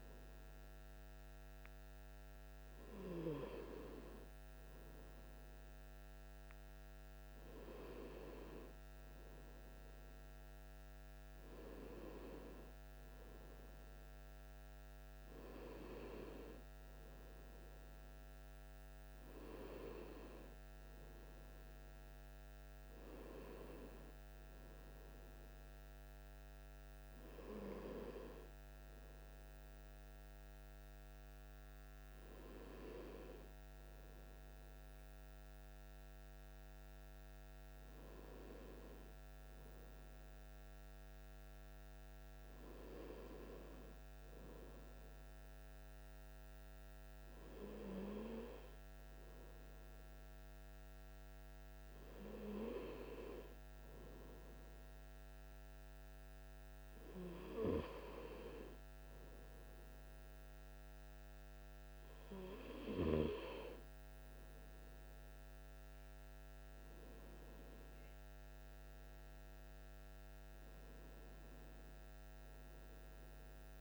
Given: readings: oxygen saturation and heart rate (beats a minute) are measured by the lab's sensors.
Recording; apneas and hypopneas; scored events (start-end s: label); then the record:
breathing in sleep by a microphone on the trachea; none
none scored
From the record:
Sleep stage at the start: N1 (lightest sleep); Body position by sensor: on the right side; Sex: male